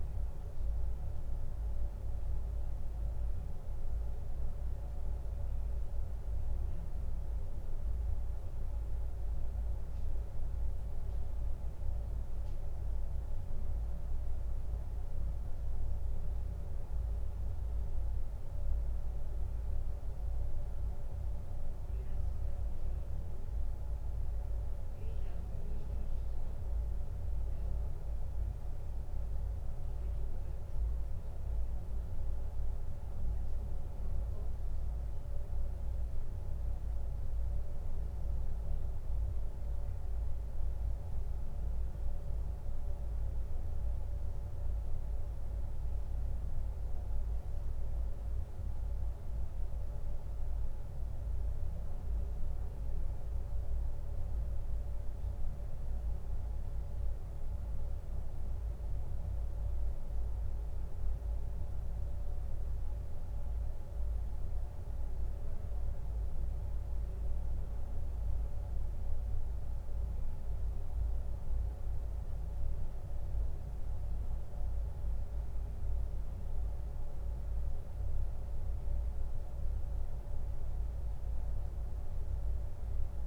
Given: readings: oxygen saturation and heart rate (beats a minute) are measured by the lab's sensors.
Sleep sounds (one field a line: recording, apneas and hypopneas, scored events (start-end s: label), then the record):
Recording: breathing in sleep, hard to hear, by a room microphone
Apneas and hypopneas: none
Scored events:
none scored
From the record:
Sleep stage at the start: N2 (light sleep)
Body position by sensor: on the back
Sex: male